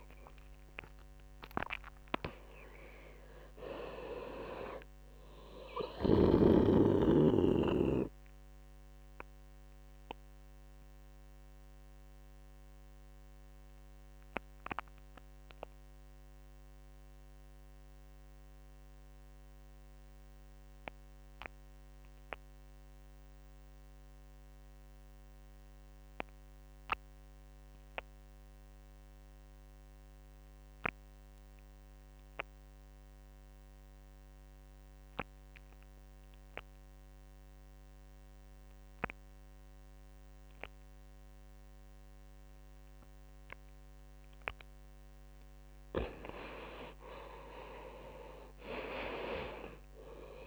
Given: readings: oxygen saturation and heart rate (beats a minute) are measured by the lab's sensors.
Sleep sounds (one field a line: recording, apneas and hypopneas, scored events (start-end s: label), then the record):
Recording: breathing in sleep by a microphone on the trachea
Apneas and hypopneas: 1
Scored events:
0.00-20.00 s: oxygen desaturation (device-marked, oxygen 96% before, 91% lowest)
8.50-45.00 s: obstructive apnea (oxygen 99% before, 88% lowest)
32.00-50.46 s: oxygen desaturation (device-marked, oxygen 98% before, 88% lowest)
47.00-50.46 s: arousal
From the record:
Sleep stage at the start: N2 (light sleep)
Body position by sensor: on the right side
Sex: male